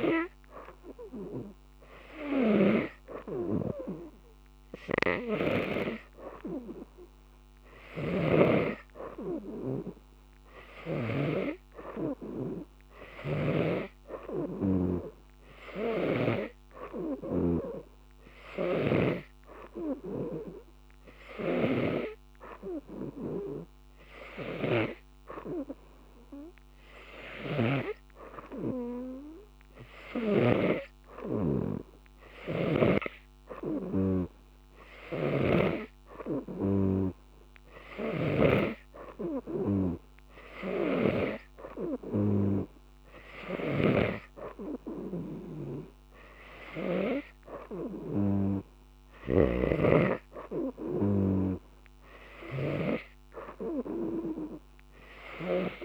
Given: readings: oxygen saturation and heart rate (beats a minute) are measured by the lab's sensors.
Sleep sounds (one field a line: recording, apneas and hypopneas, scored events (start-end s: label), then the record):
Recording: breathing in sleep by a microphone on the trachea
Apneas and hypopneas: none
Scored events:
5.00-15.00 s: snoring (device-marked)
17.00-28.00 s: snoring (device-marked)
35.00-41.50 s: snoring (device-marked)
43.50-53.00 s: snoring (device-marked)
From the record:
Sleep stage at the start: N2 (light sleep)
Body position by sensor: on the right side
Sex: female